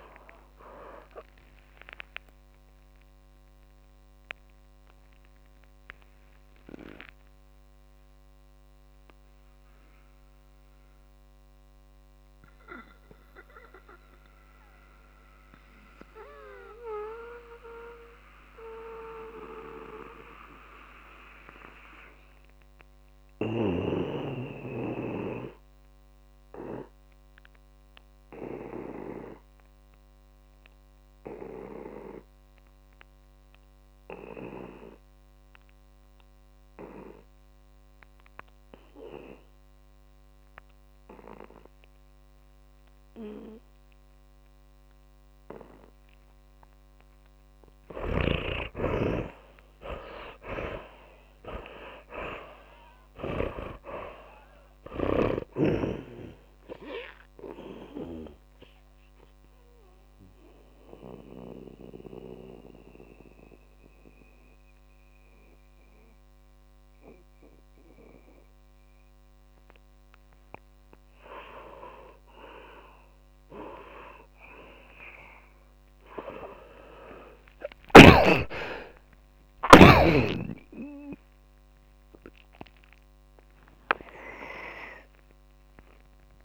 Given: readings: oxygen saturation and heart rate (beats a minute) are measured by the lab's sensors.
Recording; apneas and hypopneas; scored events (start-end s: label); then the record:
breathing in sleep by a microphone on the trachea; 2
0.00-24.00 s: oxygen desaturation (device-marked, oxygen 68% lowest)
7.00-46.50 s: mixed apnea (oxygen 91% before, 68% lowest)
24.00-52.00 s: tachycardia (device-marked, heart rate 110 before, 156 extreme)
40.00-73.00 s: oxygen desaturation (device-marked, oxygen 100% before, 75% lowest)
48.00-54.00 s: snoring (device-marked)
48.50-53.00 s: arousal
60.50-73.00 s: mixed apnea (oxygen 100% before, 75% lowest)
62.00-86.45 s: new sleep stage, N2 (light sleep)
70.00-85.00 s: tachycardia (device-marked, heart rate 104 before, 180 extreme)
78.00-84.00 s: arousal
From the record:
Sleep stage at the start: REM sleep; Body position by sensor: on the back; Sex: male